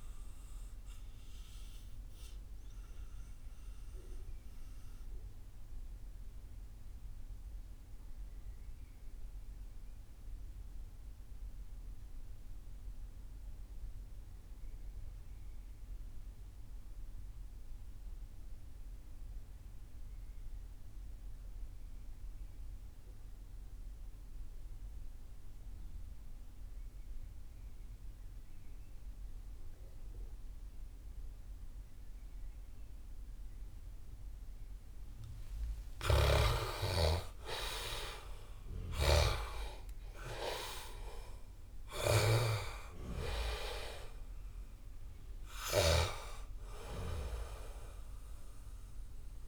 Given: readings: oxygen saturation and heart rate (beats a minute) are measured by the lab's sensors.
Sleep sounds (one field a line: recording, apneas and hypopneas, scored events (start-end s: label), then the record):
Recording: breathing in sleep by a room microphone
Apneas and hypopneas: 1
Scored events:
0.00-16.00 s: oxygen desaturation (device-marked, oxygen 80% lowest)
4.00-35.50 s: mixed apnea (oxygen 98% before, 78% lowest)
33.00-49.48 s: oxygen desaturation (device-marked, oxygen 97% before, 78% lowest)
35.50-39.00 s: snoring (device-marked)
36.00-40.00 s: arousal
From the record:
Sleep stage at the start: REM sleep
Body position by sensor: on the back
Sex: male